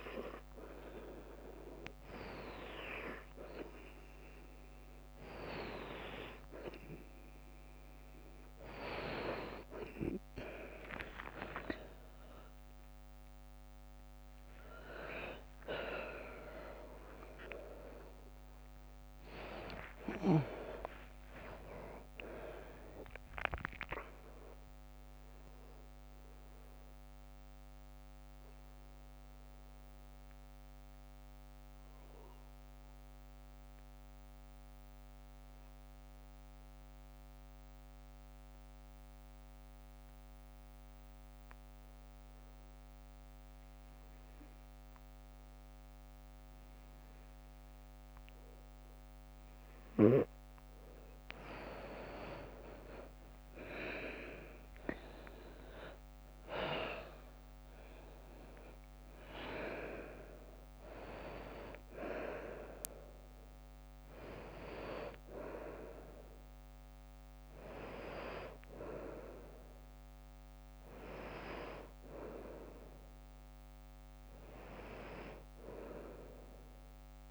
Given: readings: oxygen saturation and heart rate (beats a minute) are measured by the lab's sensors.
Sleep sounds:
breathing in sleep by a microphone on the trachea; 1
5.50-32.50 s: oxygen desaturation (device-marked, oxygen 97% before, 93% lowest, heart rate 57 before, 52 extreme)
14.50-16.50 s: long interval between heartbeats (device-marked, heart rate 60 before, 83 extreme)
16.50-21.00 s: arousal
21.50-23.50 s: long interval between heartbeats (device-marked, heart rate 68 before, 83 extreme)
23.50-49.50 s: obstructive apnea (oxygen 97% before, 91% lowest, heart rate 70 before, 52 extreme, up 8 after)
50.50-77.31 s: oxygen desaturation (device-marked, oxygen 99% before, 91% lowest, heart rate 57 before, 53 extreme)
53.00-57.00 s: arousal
From the record:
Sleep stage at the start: N2 (light sleep); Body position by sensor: on the front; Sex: female

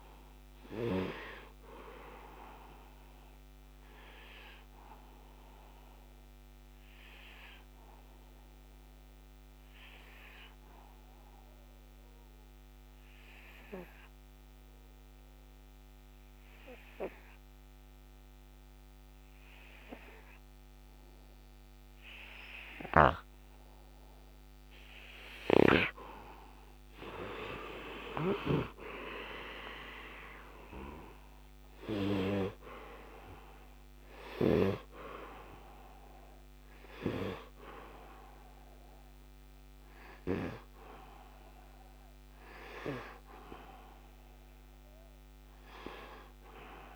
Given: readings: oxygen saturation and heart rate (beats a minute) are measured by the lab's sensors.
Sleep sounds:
breathing in sleep by a microphone on the trachea; 1
0.00-13.00 s: oxygen desaturation (device-marked, oxygen 90% lowest, heart rate 74 extreme)
6.00-23.50 s: obstructive apnea (oxygen 98% before, 85% lowest, heart rate 78 before, 74 extreme, up 15 after)
21.00-46.96 s: oxygen desaturation (device-marked, oxygen 98% before, 85% lowest, heart rate 76 before, 75 extreme)
26.00-30.50 s: arousal
From the record:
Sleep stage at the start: N2 (light sleep); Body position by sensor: on the right side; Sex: male

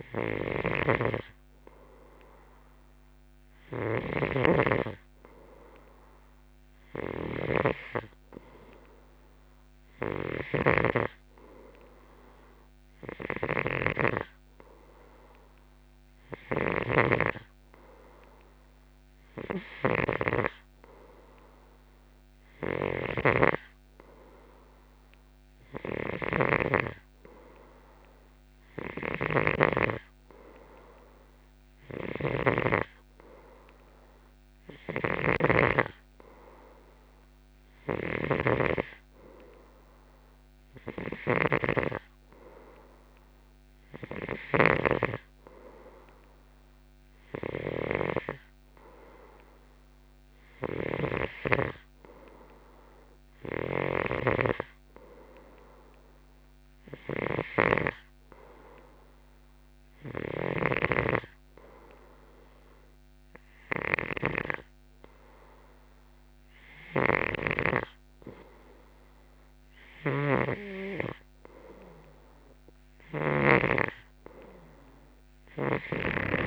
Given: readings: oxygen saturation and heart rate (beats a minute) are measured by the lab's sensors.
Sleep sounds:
breathing in sleep by a microphone on the trachea; none
0.00-51.50 s: snoring (device-marked)
53.50-73.50 s: snoring (device-marked)
From the record:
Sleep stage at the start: N2 (light sleep); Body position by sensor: on the left side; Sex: male

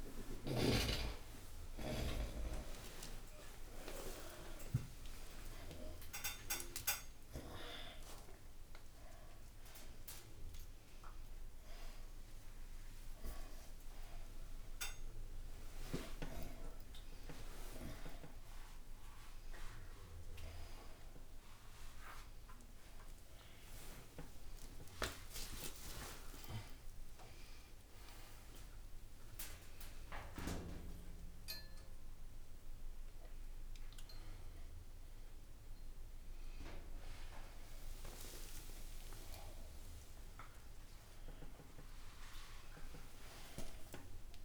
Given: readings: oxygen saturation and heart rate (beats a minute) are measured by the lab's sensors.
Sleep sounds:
a person awake in a sleep study, by a room microphone; none
none scored
From the record:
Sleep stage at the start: awake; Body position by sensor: upright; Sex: male

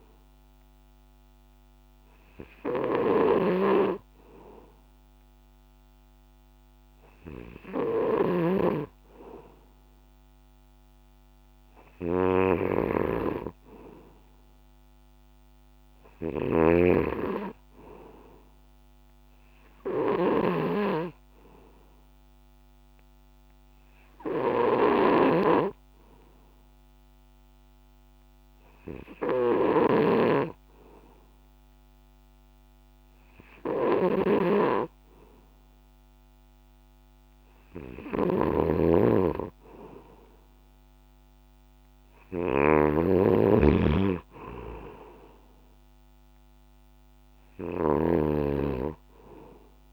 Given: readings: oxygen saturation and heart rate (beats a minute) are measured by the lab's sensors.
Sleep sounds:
breathing in sleep by a microphone on the trachea; none
0.00-49.93 s: snoring (device-marked)
From the record:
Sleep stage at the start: N2 (light sleep); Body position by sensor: on the back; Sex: male

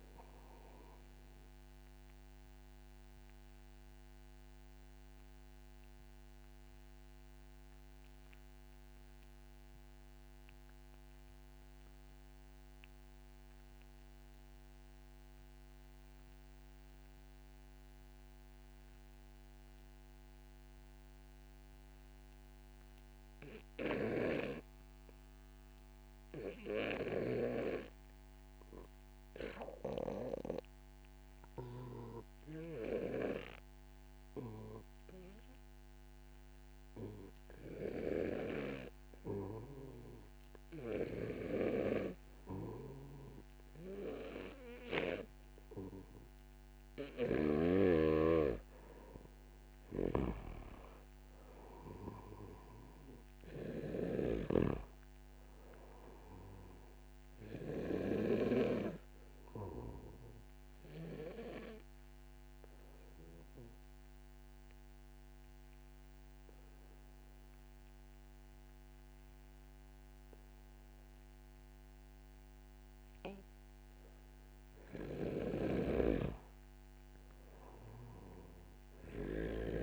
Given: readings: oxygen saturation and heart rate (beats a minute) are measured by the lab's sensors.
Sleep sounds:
breathing in sleep by a microphone on the trachea; 2
0.00-4.00 s: oxygen desaturation (device-marked, oxygen 78% lowest, heart rate 58 extreme)
1.00-32.00 s: obstructive apnea (oxygen 82% before, 80% lowest, heart rate 67 before, 58 extreme, up 5 after)
25.00-48.00 s: oxygen desaturation (device-marked, oxygen 97% before, 85% lowest, heart rate 74 before, 58 extreme)
35.00-39.00 s: arousal
50.00-54.50 s: snoring (device-marked)
59.50-74.50 s: obstructive apnea (oxygen 93% before, 88% lowest, heart rate 72 before, 74 extreme, up 7 after)
75.50-79.83 s: snoring (device-marked)
77.00-79.83 s: arousal
From the record:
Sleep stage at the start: REM sleep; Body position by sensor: on the back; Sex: male

